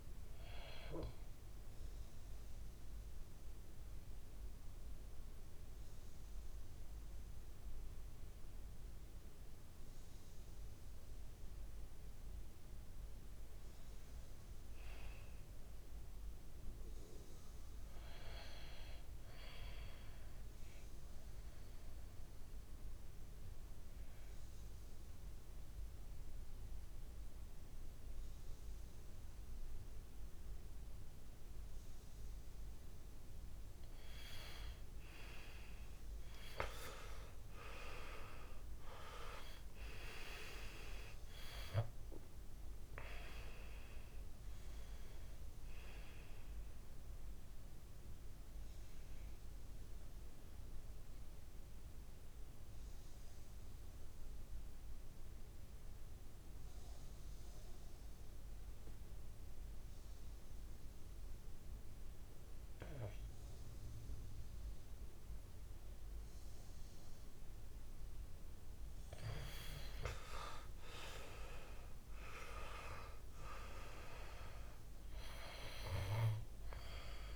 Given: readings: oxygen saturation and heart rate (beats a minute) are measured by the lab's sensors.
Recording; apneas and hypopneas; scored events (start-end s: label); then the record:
breathing in sleep by a room microphone; 3
2.50-12.50 s: central apnea (oxygen 97% before, 92% lowest, heart rate 73 before, 56 extreme, up 11 after)
14.00-17.00 s: arousal
21.50-33.50 s: central apnea (oxygen 99% before, 93% lowest, heart rate 59 before, 58 extreme, up 14 after)
36.00-40.50 s: arousal
39.50-56.50 s: oxygen desaturation (device-marked, oxygen 97% before, 93% lowest, heart rate 61 before, 60 extreme)
47.50-67.50 s: mixed apnea (oxygen 99% before, 90% lowest, heart rate 67 before, 60 extreme, up 8 after)
68.50-72.00 s: arousal
71.50-77.35 s: oxygen desaturation (device-marked, oxygen 98% before, 93% lowest, heart rate 61 before, 61 extreme)
From the record:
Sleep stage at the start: N2 (light sleep); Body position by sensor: on the back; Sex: male